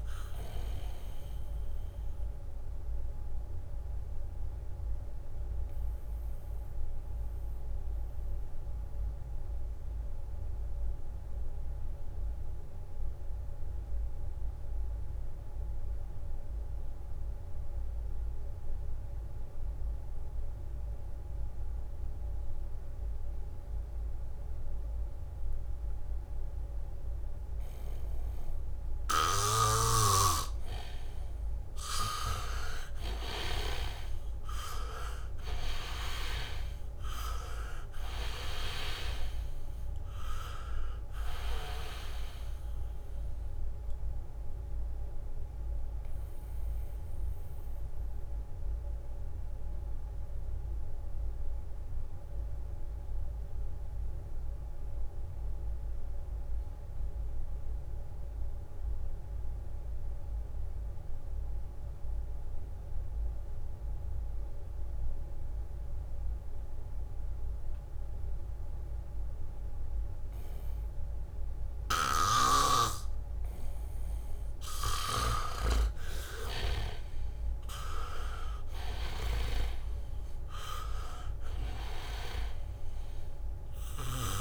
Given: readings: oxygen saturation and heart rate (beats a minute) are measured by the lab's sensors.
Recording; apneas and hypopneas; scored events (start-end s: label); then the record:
breathing in sleep by a room microphone; 2
0.00-17.00 s: oxygen desaturation (device-marked, oxygen 79% lowest, heart rate 63 extreme)
5.00-31.50 s: mixed apnea (oxygen 99% before, 78% lowest, heart rate 69 before, 63 extreme, up 7 after)
20.50-23.50 s: leg movement (device-marked)
25.50-28.50 s: leg movement (device-marked)
29.00-58.00 s: oxygen desaturation (device-marked, oxygen 99% before, 78% lowest, heart rate 71 before, 62 extreme)
33.50-37.50 s: arousal
46.50-74.00 s: mixed apnea (oxygen 99% before, 78% lowest, heart rate 68 before, 62 extreme, up 3 after)
67.00-84.41 s: oxygen desaturation (device-marked, oxygen 99% before, 79% lowest, heart rate 75 before, 62 extreme)
71.50-74.00 s: leg movement (device-marked)
72.00-75.50 s: snoring (device-marked)
75.00-77.00 s: leg movement (device-marked)
77.00-81.50 s: arousal
77.50-84.41 s: leg movement (device-marked)
From the record:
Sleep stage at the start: N2 (light sleep); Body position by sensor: on the back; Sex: male